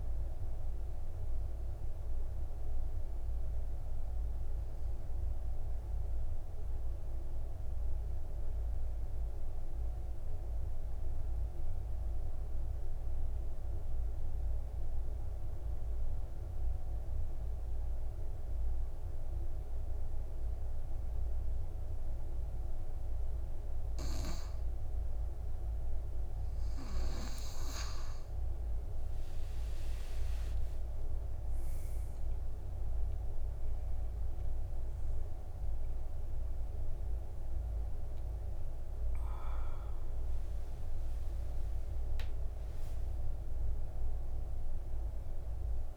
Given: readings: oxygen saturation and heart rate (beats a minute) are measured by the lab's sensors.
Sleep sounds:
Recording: breathing in sleep, hard to hear, by a room microphone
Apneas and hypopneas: 1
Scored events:
0.00-20.00 s: oxygen desaturation (device-marked, oxygen 91% lowest, heart rate 52 extreme)
5.00-23.50 s: obstructive apnea (oxygen 99% before, 91% lowest, heart rate 63 before, 52 extreme, up 10 after)
29.50-34.50 s: arousal
35.00-45.97 s: oxygen desaturation (device-marked, oxygen 97% before, 91% lowest, heart rate 57 before, 50 extreme)
From the record:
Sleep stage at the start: N2 (light sleep)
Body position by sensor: on the back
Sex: male

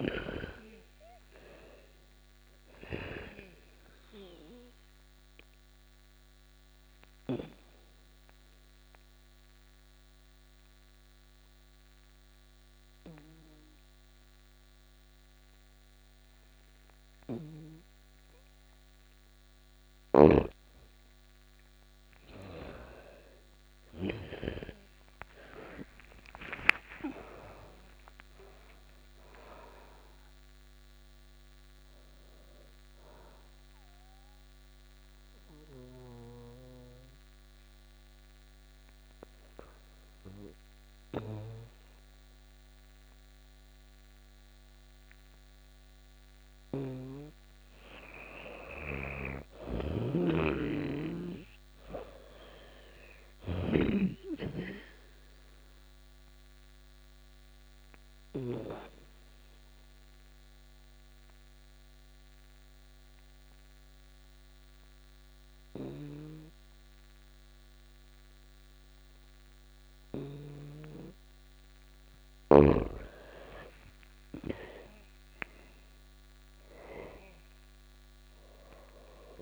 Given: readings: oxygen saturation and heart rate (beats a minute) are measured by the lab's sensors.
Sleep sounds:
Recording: breathing in sleep by a microphone on the trachea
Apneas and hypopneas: 3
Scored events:
3.50-19.50 s: obstructive apnea (oxygen 99% before, 87% lowest)
5.00-19.00 s: oxygen desaturation (device-marked, oxygen 99% before, 88% lowest)
19.00-23.50 s: snoring (device-marked)
24.00-28.00 s: arousal
25.00-44.00 s: oxygen desaturation (device-marked, oxygen 98% before, 87% lowest)
34.00-46.50 s: mixed apnea (oxygen 98% before, 87% lowest)
48.00-52.00 s: arousal
48.00-58.00 s: snoring (device-marked)
54.00-70.50 s: obstructive apnea (oxygen 98% before, 87% lowest)
55.00-67.00 s: oxygen desaturation (device-marked, oxygen 98% before, 90% lowest)
72.00-76.00 s: arousal
75.00-79.41 s: oxygen desaturation (device-marked, oxygen 97% before, 87% lowest)
From the record:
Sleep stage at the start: N2 (light sleep)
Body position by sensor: on the back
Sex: female

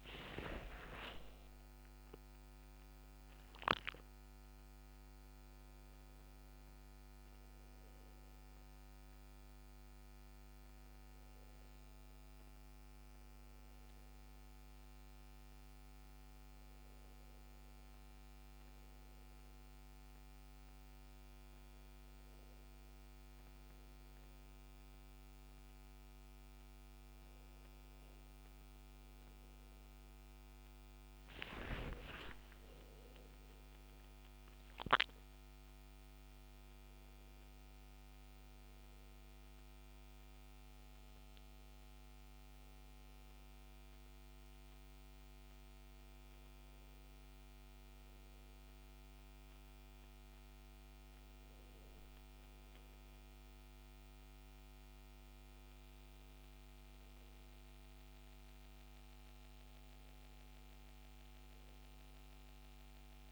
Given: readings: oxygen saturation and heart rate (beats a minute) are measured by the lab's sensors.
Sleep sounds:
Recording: breathing in sleep, hard to hear, by a microphone on the trachea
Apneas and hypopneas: none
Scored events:
31.00-34.50 s: arousal
From the record:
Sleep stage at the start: N2 (light sleep)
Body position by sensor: on the back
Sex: male

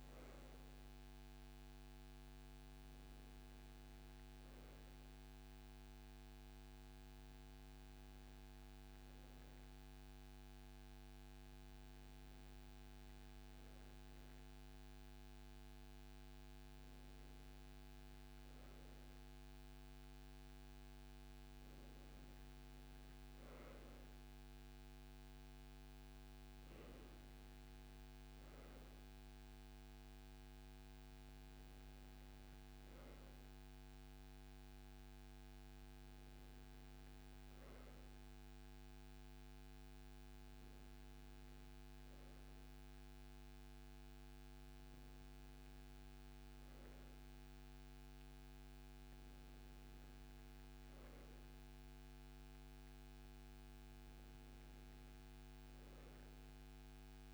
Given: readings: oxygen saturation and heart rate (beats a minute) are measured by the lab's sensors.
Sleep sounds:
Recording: breathing in sleep, hard to hear, by a microphone on the trachea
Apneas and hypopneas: none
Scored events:
none scored
From the record:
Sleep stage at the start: N2 (light sleep)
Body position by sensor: on the right side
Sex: male

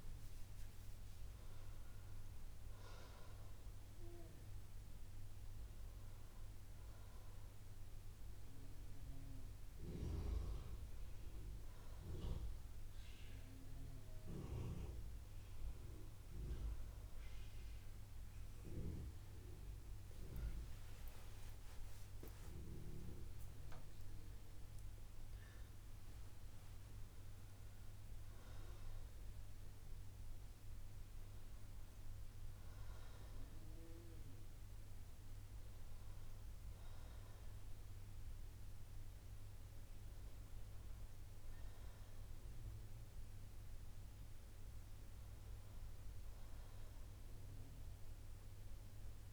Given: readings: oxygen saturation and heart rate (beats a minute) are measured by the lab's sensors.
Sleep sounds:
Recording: breathing in sleep by a room microphone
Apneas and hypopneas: none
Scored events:
7.50-14.50 s: oxygen desaturation (device-marked, oxygen 95% before, 91% lowest, heart rate 67 before, 62 extreme)
19.00-23.00 s: arousal
32.50-43.50 s: oxygen desaturation (device-marked, oxygen 94% before, 90% lowest, heart rate 64 before, 63 extreme)
From the record:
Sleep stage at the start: N2 (light sleep)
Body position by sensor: on the right side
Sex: female

